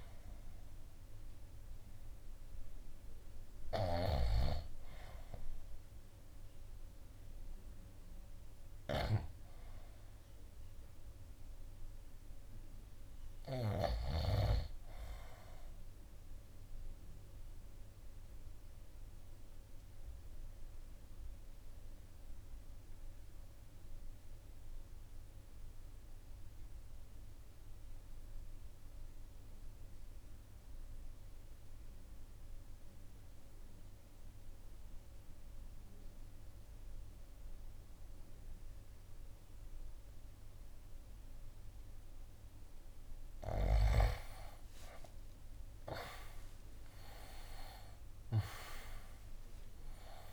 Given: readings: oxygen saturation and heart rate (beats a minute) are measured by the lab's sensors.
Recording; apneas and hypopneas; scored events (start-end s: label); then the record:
breathing in sleep by a room microphone; 1
0.00-4.00 s: snoring (device-marked)
0.00-20.00 s: oxygen desaturation (device-marked, oxygen 90% lowest, heart rate 51 extreme)
16.00-42.50 s: obstructive apnea (oxygen 97% before, 79% lowest, heart rate 59 before, 51 extreme, up 18 after)
34.00-43.00 s: oxygen desaturation (device-marked, oxygen 97% before, 94% lowest, heart rate 54 before, 52 extreme)
45.00-50.33 s: new sleep stage, REM sleep
45.50-50.33 s: arousal
From the record:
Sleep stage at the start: N2 (light sleep); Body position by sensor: on the right side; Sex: male